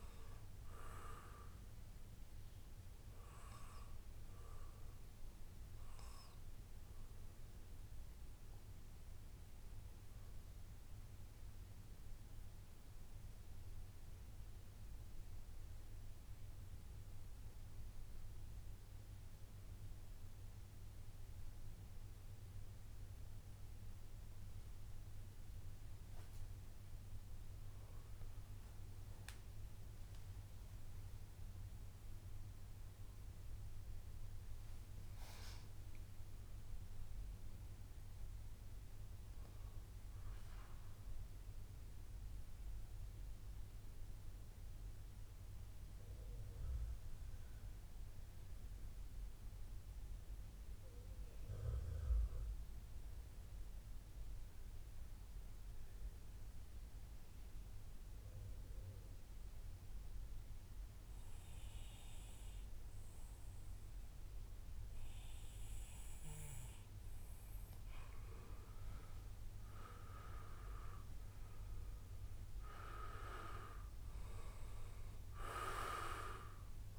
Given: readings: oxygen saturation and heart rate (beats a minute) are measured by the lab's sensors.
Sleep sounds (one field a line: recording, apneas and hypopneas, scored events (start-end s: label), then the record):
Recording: breathing in sleep by a room microphone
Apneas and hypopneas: 2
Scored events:
5.50-27.00 s: central apnea (oxygen 97% before, 92% lowest, heart rate 140 before, 83 extreme, up 9 after)
11.50-13.50 s: long interval between heartbeats (device-marked, heart rate 142 before, 135 extreme)
14.00-16.00 s: long interval between heartbeats (device-marked, heart rate 141 before, 116 extreme)
17.00-19.00 s: long interval between heartbeats (device-marked, heart rate 137 before, 106 extreme)
23.50-25.50 s: long interval between heartbeats (device-marked, heart rate 126 before, 98 extreme)
29.50-34.00 s: arousal
34.00-36.00 s: long interval between heartbeats (device-marked, heart rate 105 before, 104 extreme)
38.50-40.50 s: long interval between heartbeats (device-marked, heart rate 104 before, 114 extreme)
40.50-65.50 s: mixed apnea (oxygen 99% before, 91% lowest, heart rate 105 before, 82 extreme, up 58 after)
47.50-49.50 s: long interval between heartbeats (device-marked, heart rate 104 before, 83 extreme)
50.50-52.50 s: long interval between heartbeats (device-marked, heart rate 101 before, 91 extreme)
67.00-76.99 s: oxygen desaturation (device-marked, oxygen 97% before, 91% lowest, heart rate 87 before, 90 extreme)
68.00-72.00 s: arousal
From the record:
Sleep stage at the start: N2 (light sleep)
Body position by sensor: on the back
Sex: male